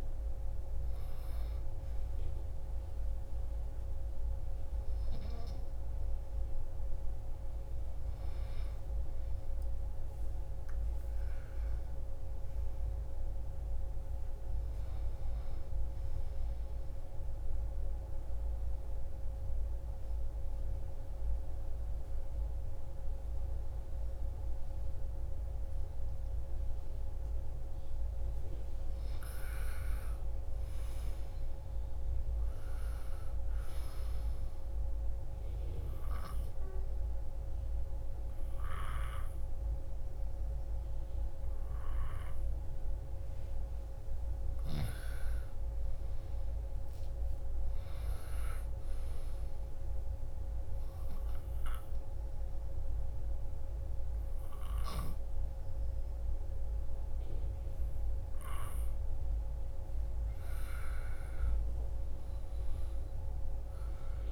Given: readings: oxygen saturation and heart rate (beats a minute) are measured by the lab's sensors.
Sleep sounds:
breathing in sleep, hard to hear, by a room microphone; 2
0.00-12.00 s: oxygen desaturation (device-marked, oxygen 86% lowest, heart rate 33 extreme)
11.00-14.00 s: arousal
16.50-28.50 s: obstructive apnea (oxygen 98% before, 91% lowest, heart rate 56 before, 40 extreme, up 40 after)
29.50-33.00 s: arousal
38.00-56.00 s: oxygen desaturation (device-marked, oxygen 97% before, 91% lowest, heart rate 62 before, 58 extreme)
49.50-60.00 s: obstructive apnea (oxygen 97% before, 88% lowest, heart rate 68 before, 57 extreme, up 27 after)
61.50-64.32 s: arousal
From the record:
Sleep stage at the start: N2 (light sleep); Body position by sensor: on the back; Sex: female

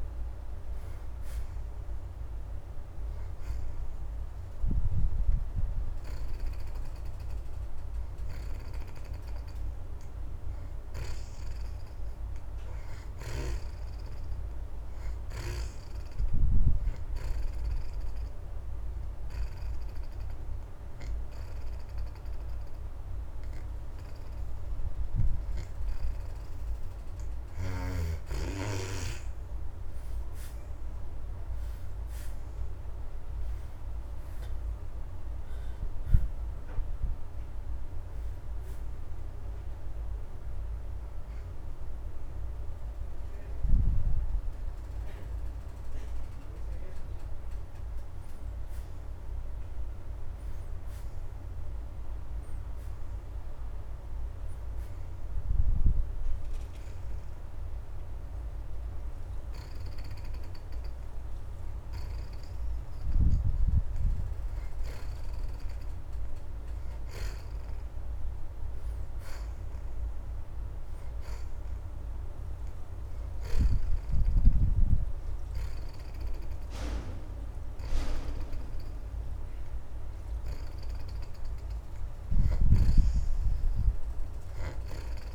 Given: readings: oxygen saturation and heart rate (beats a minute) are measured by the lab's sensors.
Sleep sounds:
breathing in sleep by a room microphone; 1
0.00-24.50 s: oxygen desaturation (device-marked, oxygen 63% lowest)
16.50-28.00 s: obstructive apnea (oxygen 71% before, 59% lowest)
26.50-38.50 s: oxygen desaturation (device-marked, oxygen 74% before, 66% lowest)
31.00-35.50 s: arousal
51.50-63.50 s: oxygen desaturation (device-marked, oxygen 68% before, 59% lowest)
From the record:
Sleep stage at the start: N2 (light sleep); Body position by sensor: on the back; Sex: female

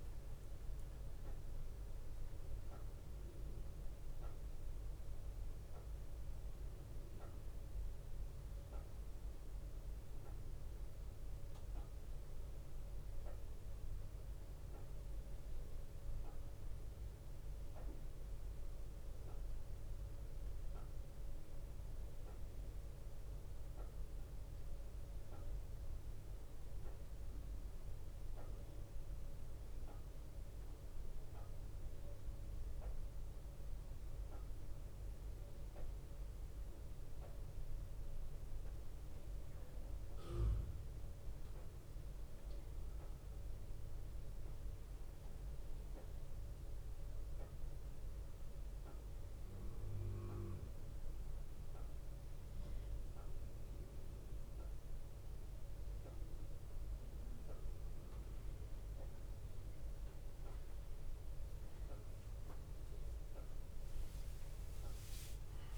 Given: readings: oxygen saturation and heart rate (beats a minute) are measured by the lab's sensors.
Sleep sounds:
a person awake in a sleep study, hard to hear, by a room microphone; none
0.00-5.50 s: oxygen desaturation (device-marked, oxygen 93% lowest, heart rate 77 extreme)
55.50-58.50 s: drop in pulse transit time (device-marked, heart rate 74 before, 73 extreme)
60.50-65.50 s: drop in pulse transit time (device-marked, heart rate 74 before, 74 extreme)
From the record:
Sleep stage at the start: awake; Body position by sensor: upright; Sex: male

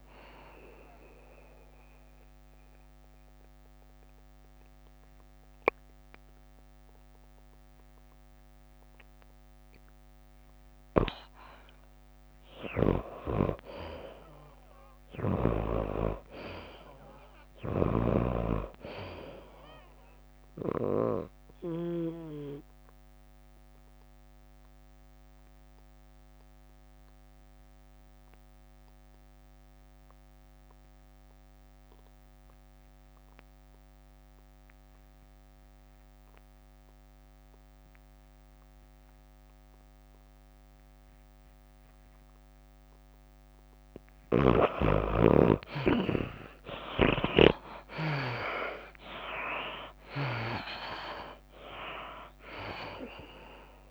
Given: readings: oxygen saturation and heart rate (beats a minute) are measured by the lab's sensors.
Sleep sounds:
breathing in sleep by a microphone on the trachea; 2
0.00-8.50 s: drop in pulse transit time (device-marked, heart rate 103 extreme)
0.00-15.50 s: tachycardia (device-marked, heart rate 117 extreme)
0.00-17.50 s: oxygen desaturation (device-marked, oxygen 75% lowest, heart rate 94 extreme)
2.00-13.00 s: obstructive apnea (oxygen 95% before, 74% lowest, heart rate 99 before, 97 extreme, up 9 after)
6.00-8.00 s: long interval between heartbeats (device-marked, heart rate 101 before, 113 extreme)
16.00-19.00 s: arousal
16.50-27.50 s: tachycardia (device-marked, heart rate 107 before, 111 extreme)
19.50-35.50 s: oxygen desaturation (device-marked, oxygen 97% before, 86% lowest, heart rate 110 before, 88 extreme)
23.50-44.50 s: obstructive apnea (oxygen 97% before, 73% lowest, heart rate 109 before, 88 extreme, up 13 after)
40.50-53.91 s: oxygen desaturation (device-marked, oxygen 93% before, 74% lowest, heart rate 100 before, 89 extreme)
47.00-50.00 s: arousal
48.50-53.91 s: tachycardia (device-marked, heart rate 107 before, 107 extreme)
50.50-53.91 s: drop in pulse transit time (device-marked, heart rate 94 before, 100 extreme)
From the record:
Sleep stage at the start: N2 (light sleep); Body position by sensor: on the back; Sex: female

